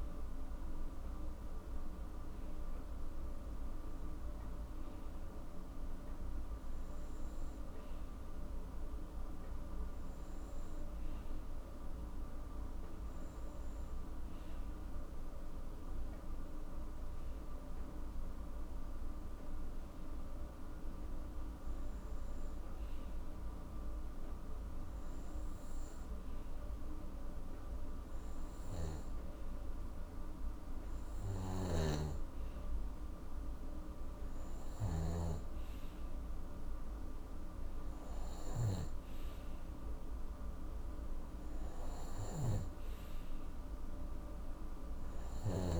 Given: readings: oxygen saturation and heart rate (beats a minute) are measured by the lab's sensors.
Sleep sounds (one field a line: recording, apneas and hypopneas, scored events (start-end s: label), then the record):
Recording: breathing in sleep, hard to hear, by a room microphone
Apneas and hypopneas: none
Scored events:
31.00-38.50 s: snoring (device-marked)
From the record:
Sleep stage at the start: N2 (light sleep)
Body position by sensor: on the right side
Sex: male